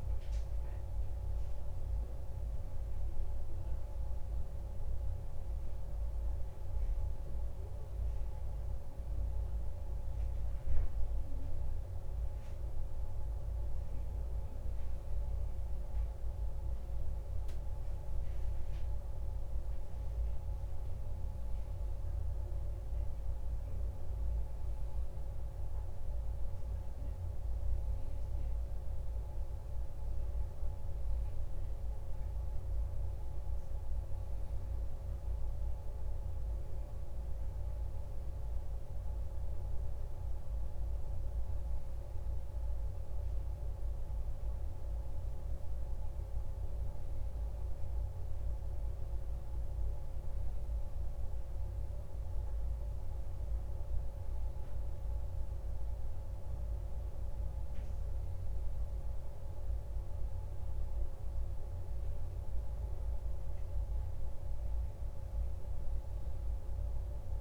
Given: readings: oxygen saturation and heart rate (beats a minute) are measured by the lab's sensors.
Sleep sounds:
breathing in sleep, hard to hear, by a room microphone; none
none scored
From the record:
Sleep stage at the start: N2 (light sleep); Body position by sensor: on the back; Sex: male

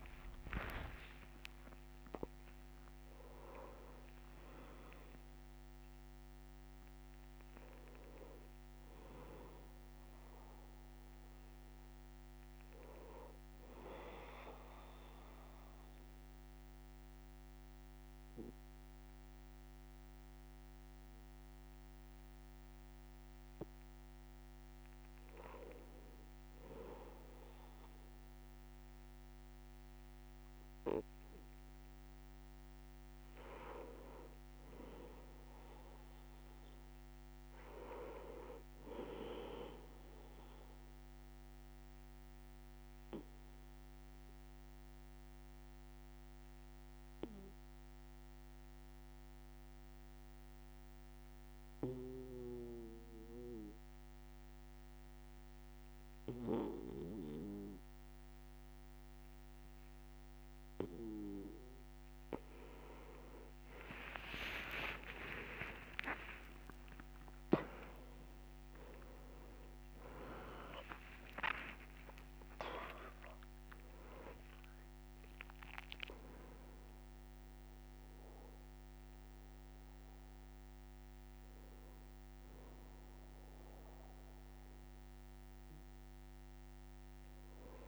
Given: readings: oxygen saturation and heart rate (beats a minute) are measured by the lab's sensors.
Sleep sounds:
breathing in sleep by a microphone on the trachea; 2
0.00-1.00 s: long interval between heartbeats (device-marked, heart rate 108 extreme)
0.00-2.00 s: tachycardia (device-marked, heart rate 119 extreme)
0.00-2.50 s: arousal
1.00-3.00 s: long interval between heartbeats (device-marked, heart rate 69 before, 119 extreme)
3.50-5.50 s: long interval between heartbeats (device-marked, heart rate 75 before, 127 extreme)
13.50-25.50 s: obstructive apnea (oxygen 98% before, 91% lowest, heart rate 89 before, 60 extreme, up 2 after)
27.00-31.50 s: arousal
31.00-53.00 s: oxygen desaturation (device-marked, oxygen 98% before, 95% lowest, heart rate 62 before, 60 extreme)
43.50-61.00 s: obstructive apnea (oxygen 99% before, 91% lowest, heart rate 62 before, 60 extreme, up 52 after)
63.00-87.88 s: oxygen desaturation (device-marked, oxygen 96% before, 91% lowest, heart rate 61 before, 61 extreme)
64.00-70.00 s: tachycardia (device-marked, heart rate 66 before, 113 extreme)
66.00-68.00 s: long interval between heartbeats (device-marked, heart rate 62 before, 94 extreme)
68.00-70.00 s: long interval between heartbeats (device-marked, heart rate 66 before, 112 extreme)
71.00-73.00 s: long interval between heartbeats (device-marked, heart rate 74 before, 102 extreme)
71.00-87.88 s: new sleep stage, awake
From the record:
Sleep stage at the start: N2 (light sleep); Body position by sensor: on the back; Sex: male

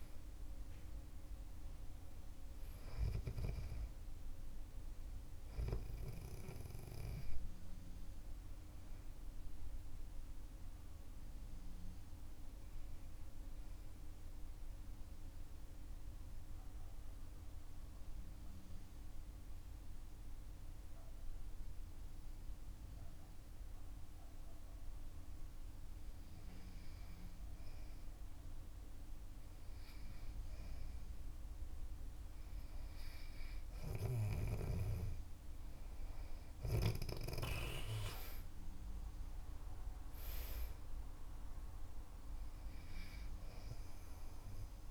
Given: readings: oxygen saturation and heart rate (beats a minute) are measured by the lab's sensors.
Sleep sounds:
breathing in sleep by a room microphone; 1
13.00-31.00 s: mixed apnea (oxygen 96% before, 91% lowest, heart rate 55 before, 46 extreme, up 13 after)
20.00-30.00 s: oxygen desaturation (device-marked, oxygen 96% before, 91% lowest, heart rate 50 before, 48 extreme)
36.00-40.00 s: arousal
From the record:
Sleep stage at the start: REM sleep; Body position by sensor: on the back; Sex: male

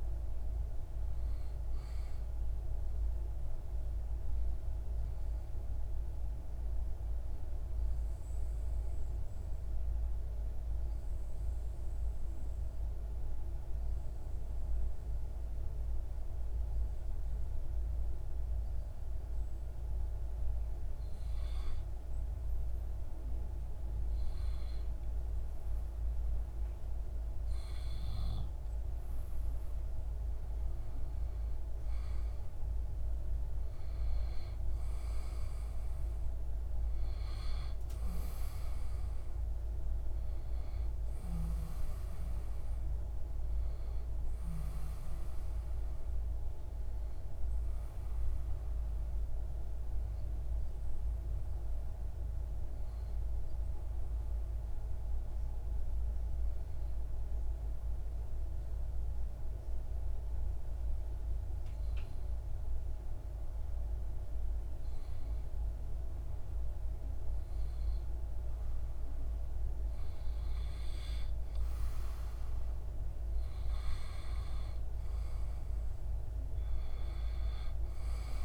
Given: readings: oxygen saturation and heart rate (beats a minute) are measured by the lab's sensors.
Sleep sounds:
breathing in sleep, hard to hear, by a room microphone; 2
7.50-27.50 s: obstructive apnea (oxygen 94% before, 92% lowest)
30.00-33.50 s: arousal
46.00-68.50 s: obstructive apnea (oxygen 97% before, 94% lowest)
74.00-78.45 s: arousal
From the record:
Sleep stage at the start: N2 (light sleep); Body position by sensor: on the back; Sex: male

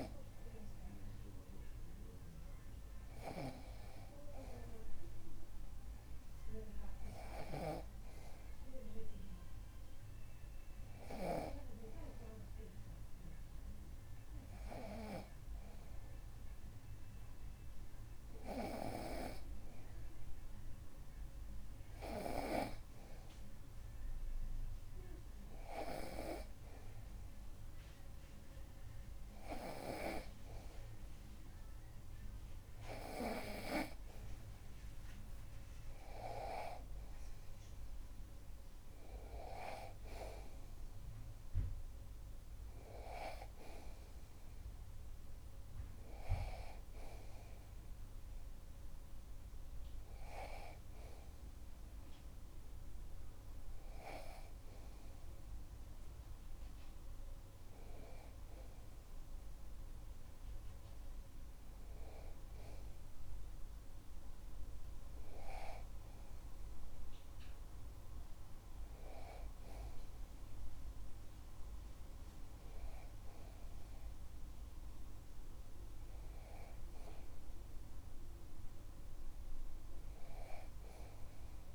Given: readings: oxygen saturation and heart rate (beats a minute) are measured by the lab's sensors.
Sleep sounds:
breathing in sleep by a room microphone; 1
9.00-24.00 s: hypopnea (oxygen 97% before, 95% lowest)
35.50-39.50 s: arousal
From the record:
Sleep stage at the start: N2 (light sleep); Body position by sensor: on the back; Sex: male

